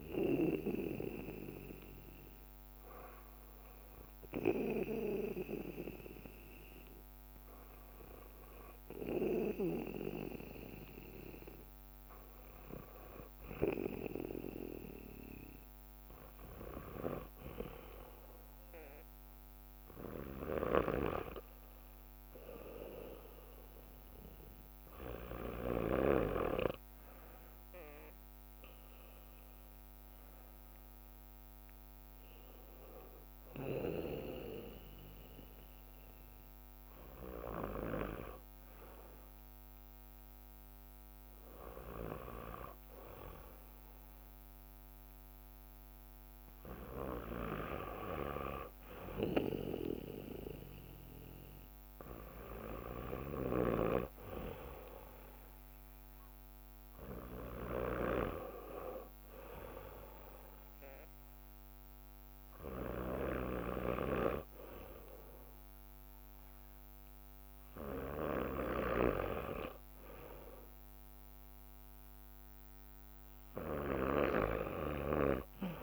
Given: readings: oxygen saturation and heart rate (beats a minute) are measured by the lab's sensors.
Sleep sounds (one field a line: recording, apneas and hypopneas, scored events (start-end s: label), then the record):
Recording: breathing in sleep by a microphone on the trachea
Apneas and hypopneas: 1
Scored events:
0.00-2.00 s: arousal
0.00-2.50 s: bradycardia (device-marked, heart rate 59 extreme)
4.50-6.50 s: bradycardia (device-marked, heart rate 60 before, 59 extreme)
27.50-31.00 s: arousal
34.00-47.50 s: hypopnea (oxygen 94% before, 93% lowest, heart rate 60 before, 58 extreme, up 1 after)
34.50-41.50 s: bradycardia (device-marked, heart rate 60 before, 59 extreme)
40.50-54.50 s: drop in pulse transit time (device-marked, heart rate 61 before, 59 extreme)
42.50-46.50 s: bradycardia (device-marked, heart rate 60 before, 59 extreme)
49.50-53.00 s: arousal
54.50-56.50 s: bradycardia (device-marked, heart rate 60 before, 60 extreme)
58.50-67.50 s: bradycardia (device-marked, heart rate 60 before, 58 extreme)
71.00-75.83 s: leg movement (device-marked)
From the record:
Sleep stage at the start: N2 (light sleep)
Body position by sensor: on the back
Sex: male